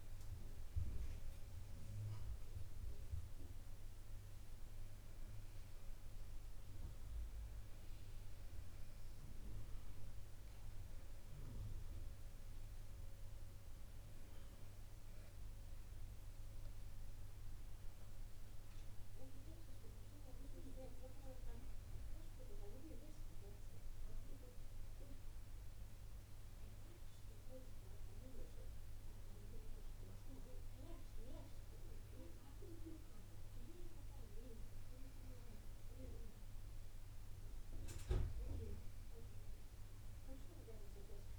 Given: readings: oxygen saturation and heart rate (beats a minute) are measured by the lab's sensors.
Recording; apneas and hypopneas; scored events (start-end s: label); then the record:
breathing in sleep by a room microphone; none
20.50-24.50 s: arousal
From the record:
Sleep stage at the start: N2 (light sleep); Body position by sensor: on the back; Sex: female